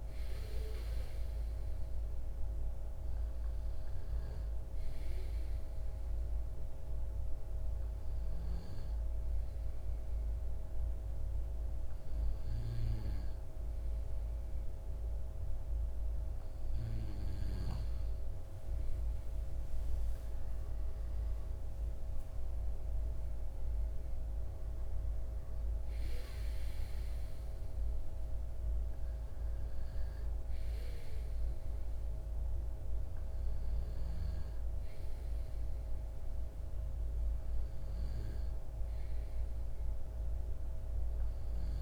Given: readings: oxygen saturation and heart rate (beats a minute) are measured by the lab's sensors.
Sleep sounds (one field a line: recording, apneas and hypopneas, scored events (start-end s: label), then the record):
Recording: breathing in sleep, hard to hear, by a room microphone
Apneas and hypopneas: 1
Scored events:
0.50-4.00 s: arousal
7.50-20.50 s: hypopnea (oxygen 97% before, 92% lowest)
23.50-27.00 s: arousal
From the record:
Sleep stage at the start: N2 (light sleep)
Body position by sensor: on the left side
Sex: male